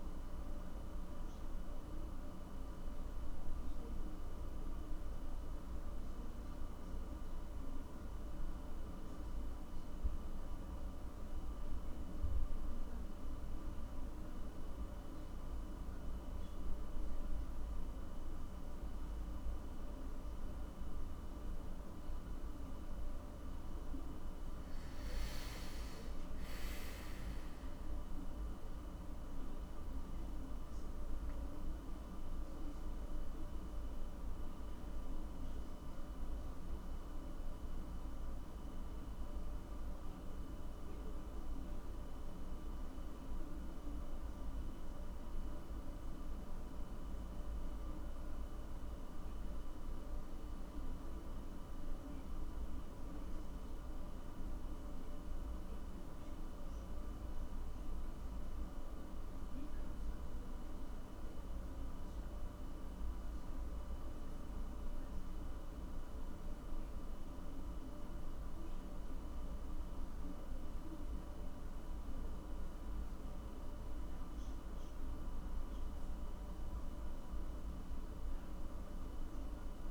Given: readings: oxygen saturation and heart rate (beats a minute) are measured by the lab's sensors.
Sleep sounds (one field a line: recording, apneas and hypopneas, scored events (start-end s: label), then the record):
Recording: a person awake in a sleep study, hard to hear, by a room microphone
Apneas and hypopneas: none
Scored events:
none scored
From the record:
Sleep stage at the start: awake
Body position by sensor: on the back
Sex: male